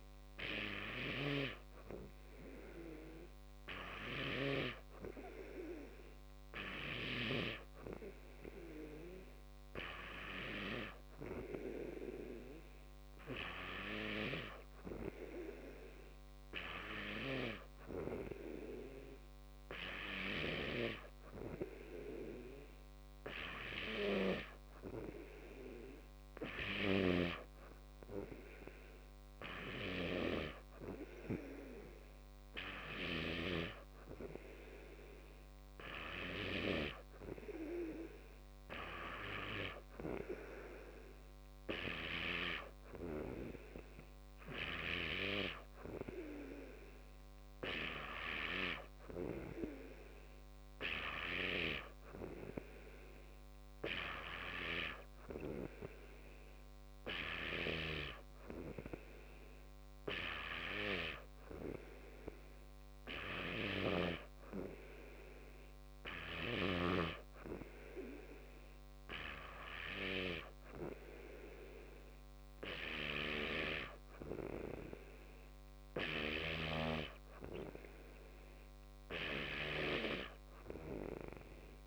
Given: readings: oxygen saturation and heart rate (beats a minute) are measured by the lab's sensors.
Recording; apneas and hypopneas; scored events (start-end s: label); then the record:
breathing in sleep by a microphone on the trachea; none
none scored
From the record:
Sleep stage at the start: N2 (light sleep); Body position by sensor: on the back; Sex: male